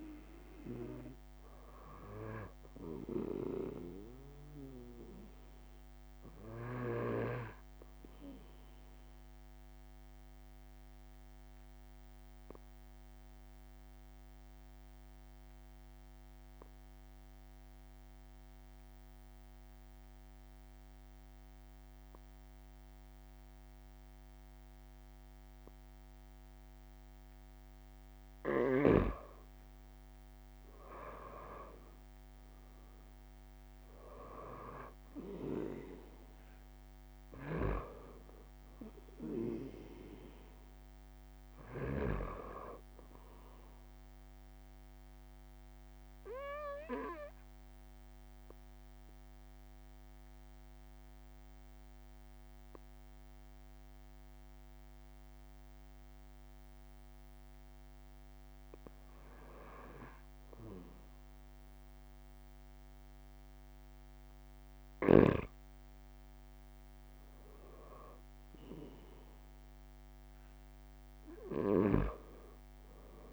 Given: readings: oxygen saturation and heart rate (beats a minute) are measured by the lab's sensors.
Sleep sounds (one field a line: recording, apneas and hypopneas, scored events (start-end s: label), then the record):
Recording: breathing in sleep by a microphone on the trachea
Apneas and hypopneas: 2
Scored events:
0.00-26.00 s: oxygen desaturation (device-marked, oxygen 93% lowest)
7.00-27.50 s: obstructive apnea (oxygen 97% before, 92% lowest)
11.00-13.00 s: long interval between heartbeats (device-marked)
20.00-22.00 s: long interval between heartbeats (device-marked)
29.50-31.50 s: long interval between heartbeats (device-marked)
30.50-35.50 s: arousal
37.00-61.00 s: oxygen desaturation (device-marked, oxygen 97% before, 92% lowest)
41.00-43.00 s: long interval between heartbeats (device-marked)
45.50-64.00 s: obstructive apnea (oxygen 97% before, 92% lowest)
49.00-51.00 s: long interval between heartbeats (device-marked)
63.50-65.50 s: long interval between heartbeats (device-marked)
67.00-72.00 s: arousal
69.00-71.00 s: long interval between heartbeats (device-marked)
From the record:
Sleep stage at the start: N2 (light sleep)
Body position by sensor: on the back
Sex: male